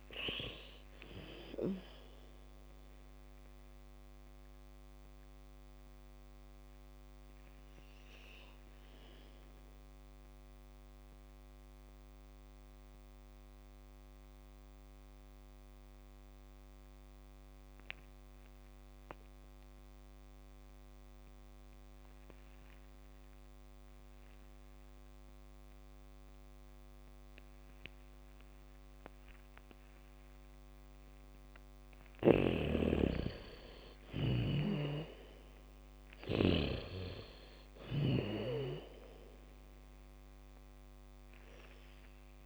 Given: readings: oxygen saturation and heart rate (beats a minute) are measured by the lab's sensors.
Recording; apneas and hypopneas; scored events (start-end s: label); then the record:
breathing in sleep by a microphone on the trachea; 1
0.00-23.00 s: oxygen desaturation (device-marked, oxygen 82% lowest, heart rate 54 extreme)
4.00-30.50 s: obstructive apnea (oxygen 99% before, 82% lowest, heart rate 66 before, 54 extreme)
32.00-37.00 s: bradycardia (device-marked, heart rate 70 before, 55 extreme)
32.50-36.50 s: arousal
32.50-37.00 s: snoring (device-marked)
39.00-42.46 s: oxygen desaturation (device-marked, oxygen 98% before, 87% lowest, heart rate 66 before, 43 extreme)
From the record:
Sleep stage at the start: N2 (light sleep); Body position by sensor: on the back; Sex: female